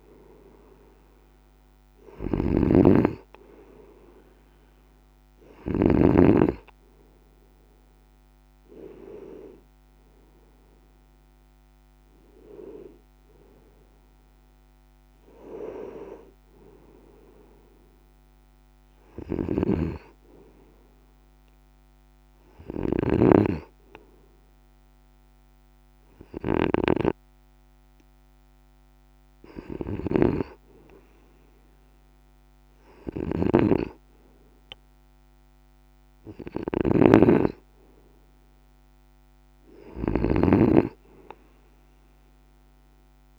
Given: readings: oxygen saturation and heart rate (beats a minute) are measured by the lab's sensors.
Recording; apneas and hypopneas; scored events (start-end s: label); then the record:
breathing in sleep by a microphone on the trachea; none
0.00-6.00 s: snoring (device-marked)
19.00-43.39 s: snoring (device-marked)
From the record:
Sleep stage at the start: N2 (light sleep); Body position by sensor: on the right side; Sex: male